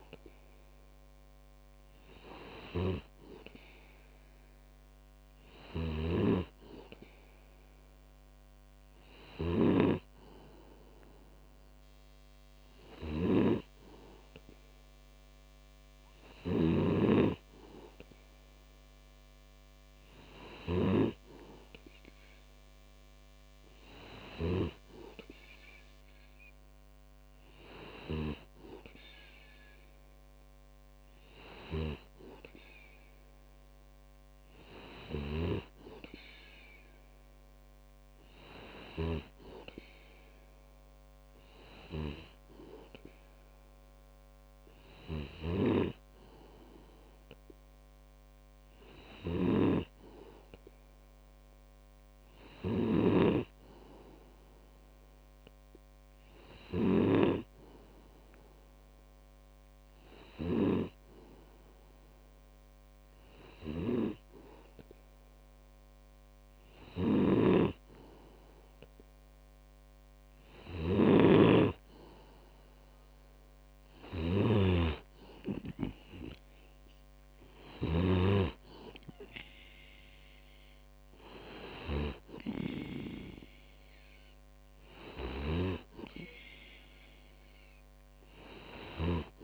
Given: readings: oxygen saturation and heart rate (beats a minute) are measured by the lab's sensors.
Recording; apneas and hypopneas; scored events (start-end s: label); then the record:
breathing in sleep by a microphone on the trachea; none
6.00-21.00 s: snoring (device-marked)
53.00-57.50 s: snoring (device-marked)
67.00-78.50 s: snoring (device-marked)
From the record:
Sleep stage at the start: N2 (light sleep); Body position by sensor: on the back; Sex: male